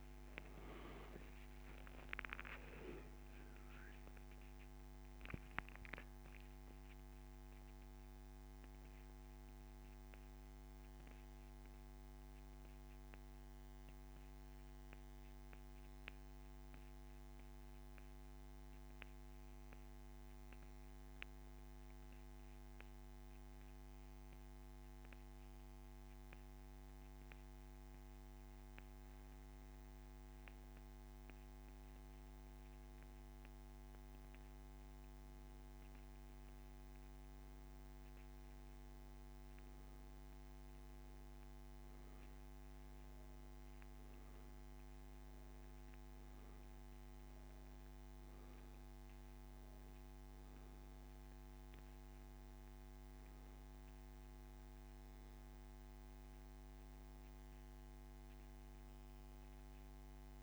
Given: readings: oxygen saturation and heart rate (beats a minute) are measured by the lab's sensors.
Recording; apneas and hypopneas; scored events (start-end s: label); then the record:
breathing in sleep, hard to hear, by a microphone on the trachea; 1
0.00-4.00 s: arousal
7.00-31.00 s: mixed apnea (oxygen 95% before, 91% lowest)
33.00-37.00 s: arousal
50.50-60.43 s: oxygen desaturation (device-marked, oxygen 98% before, 92% lowest)
From the record:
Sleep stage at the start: N2 (light sleep); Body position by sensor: on the back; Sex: male